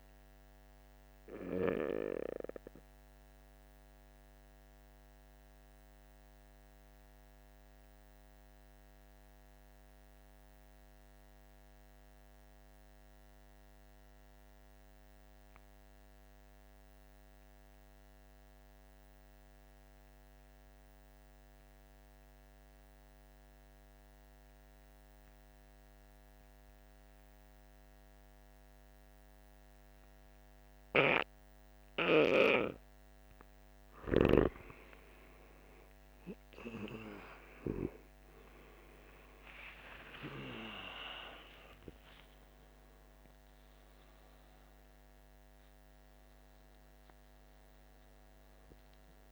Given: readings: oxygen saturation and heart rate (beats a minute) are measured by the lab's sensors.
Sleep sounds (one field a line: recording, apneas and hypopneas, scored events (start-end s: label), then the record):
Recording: breathing in sleep by a microphone on the trachea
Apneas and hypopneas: 1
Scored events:
0.00-12.50 s: oxygen desaturation (device-marked, oxygen 86% lowest, heart rate 47 extreme)
2.50-32.50 s: obstructive apnea (oxygen 98% before, 85% lowest, heart rate 54 before, 47 extreme, up 11 after)
28.50-49.32 s: oxygen desaturation (device-marked, oxygen 99% before, 85% lowest, heart rate 49 before, 48 extreme)
35.50-40.50 s: arousal
From the record:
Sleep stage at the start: N2 (light sleep)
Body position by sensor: on the back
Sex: male